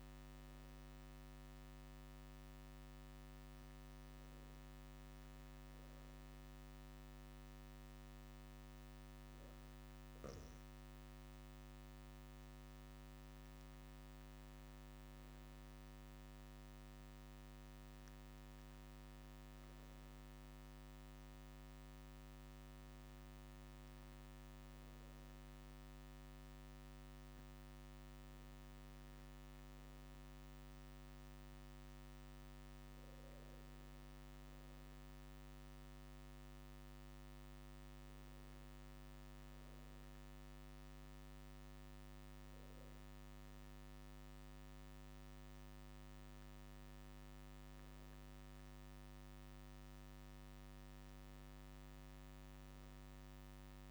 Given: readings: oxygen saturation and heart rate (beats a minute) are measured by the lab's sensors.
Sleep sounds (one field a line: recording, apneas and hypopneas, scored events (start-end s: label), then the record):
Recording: a person awake in a sleep study, hard to hear, by a microphone on the trachea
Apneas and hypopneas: none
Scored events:
none scored
From the record:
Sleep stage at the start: awake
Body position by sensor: on the right side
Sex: male